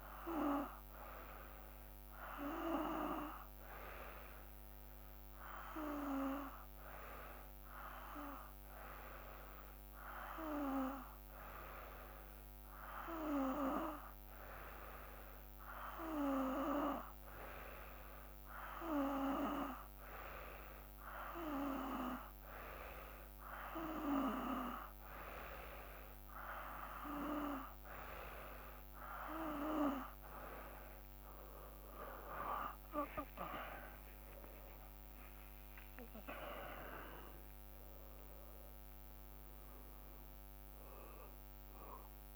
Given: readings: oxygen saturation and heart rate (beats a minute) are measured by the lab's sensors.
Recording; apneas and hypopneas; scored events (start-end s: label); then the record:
breathing in sleep by a microphone on the trachea; 1
3.50-26.50 s: hypopnea (oxygen 94% before, 87% lowest, heart rate 58 before, 55 extreme, up 11 after)
32.50-36.50 s: arousal
34.00-36.00 s: long interval between heartbeats (device-marked, heart rate 58 before, 68 extreme)
From the record:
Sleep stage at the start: N2 (light sleep); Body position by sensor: on the back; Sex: male